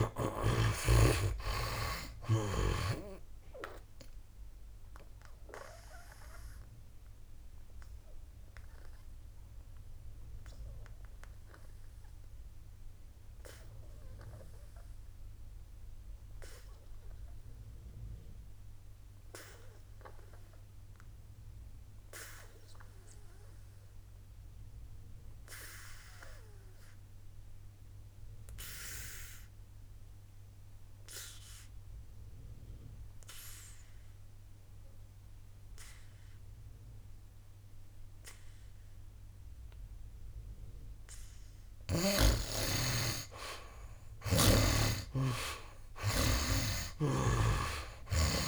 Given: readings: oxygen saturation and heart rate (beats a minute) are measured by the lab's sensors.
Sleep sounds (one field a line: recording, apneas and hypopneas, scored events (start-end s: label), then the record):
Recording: breathing in sleep by a room microphone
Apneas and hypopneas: 1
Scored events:
0.00-1.00 s: arousal
0.00-1.00 s: snoring (device-marked)
0.00-26.50 s: oxygen desaturation (device-marked, oxygen 68% lowest, heart rate 60 extreme)
3.50-41.50 s: obstructive apnea (oxygen 97% before, 68% lowest, heart rate 66 before, 58 extreme, up 13 after)
40.50-48.48 s: oxygen desaturation (device-marked, oxygen 98% before, 73% lowest, heart rate 61 before, 56 extreme)
43.00-46.50 s: arousal
From the record:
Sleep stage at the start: N2 (light sleep)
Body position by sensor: on the back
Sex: male